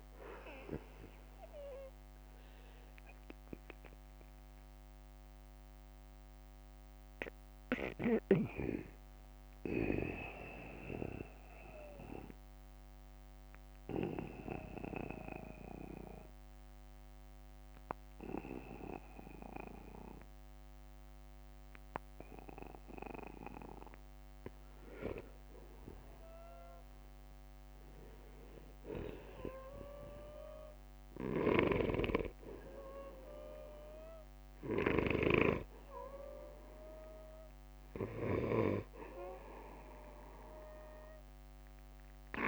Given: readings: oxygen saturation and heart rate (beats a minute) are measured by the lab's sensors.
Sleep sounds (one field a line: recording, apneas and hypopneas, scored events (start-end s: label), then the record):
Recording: breathing in sleep by a microphone on the trachea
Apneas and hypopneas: 1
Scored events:
0.00-27.00 s: oxygen desaturation (device-marked, oxygen 70% lowest, heart rate 43 extreme)
2.50-24.50 s: mixed apnea (oxygen 90% before, 70% lowest, heart rate 83 before, 43 extreme, up 1 after)
8.00-10.00 s: long interval between heartbeats (device-marked, heart rate 82 before, 58 extreme)
25.50-27.50 s: long interval between heartbeats (device-marked, heart rate 60 before, 57 extreme)
27.00-31.00 s: arousal
From the record:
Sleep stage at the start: N2 (light sleep)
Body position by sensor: on the back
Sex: male